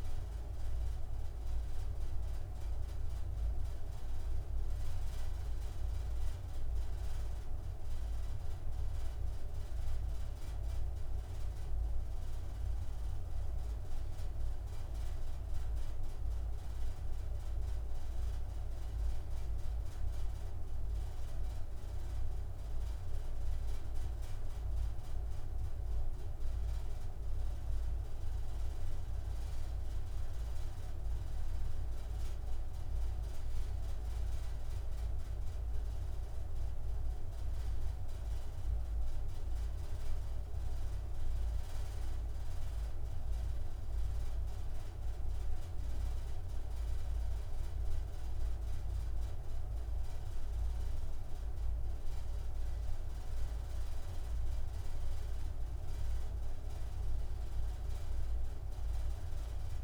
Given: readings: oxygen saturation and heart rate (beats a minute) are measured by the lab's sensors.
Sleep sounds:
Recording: a person awake in a sleep study, hard to hear, by a room microphone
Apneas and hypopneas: none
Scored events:
none scored
From the record:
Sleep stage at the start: awake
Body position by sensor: on the right side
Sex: male

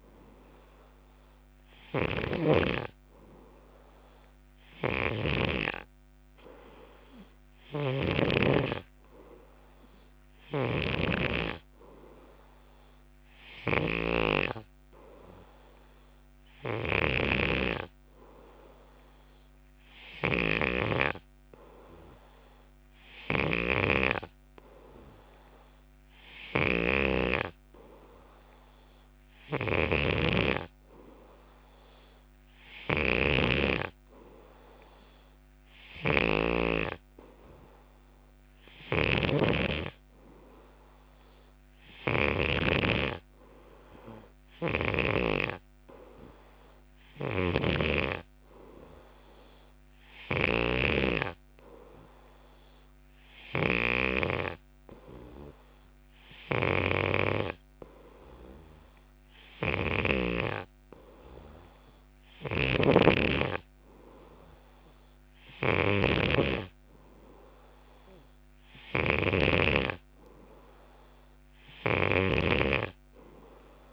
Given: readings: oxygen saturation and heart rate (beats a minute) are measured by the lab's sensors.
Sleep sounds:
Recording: breathing in sleep by a microphone on the trachea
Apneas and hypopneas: none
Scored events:
0.00-5.50 s: snoring (device-marked)
7.50-42.50 s: snoring (device-marked)
47.00-73.93 s: snoring (device-marked)
From the record:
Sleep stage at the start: N2 (light sleep)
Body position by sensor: on the left side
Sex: male

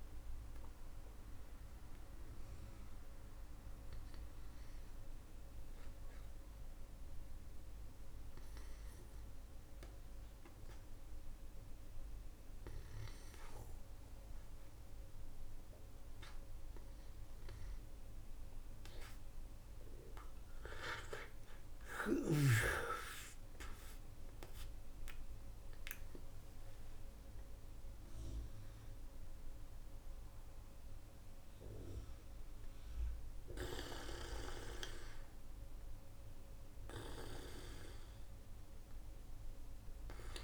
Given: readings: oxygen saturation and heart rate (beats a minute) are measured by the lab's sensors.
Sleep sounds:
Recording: a person partly awake in a sleep study, by a room microphone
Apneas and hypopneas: none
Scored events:
13.50-40.44 s: new sleep stage, N1 (lightest sleep)
From the record:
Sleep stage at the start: awake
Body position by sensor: on the back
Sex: male

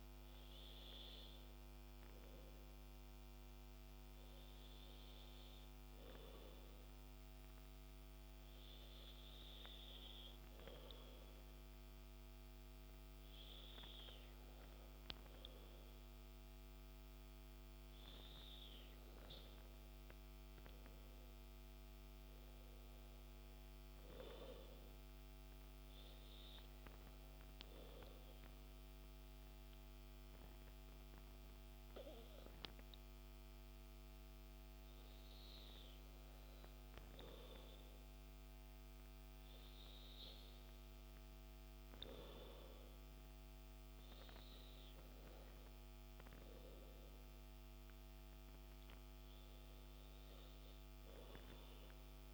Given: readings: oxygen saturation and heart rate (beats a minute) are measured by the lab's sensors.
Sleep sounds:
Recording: breathing in sleep by a microphone on the trachea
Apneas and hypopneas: none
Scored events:
none scored
From the record:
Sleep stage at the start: N2 (light sleep)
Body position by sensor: on the back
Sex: male

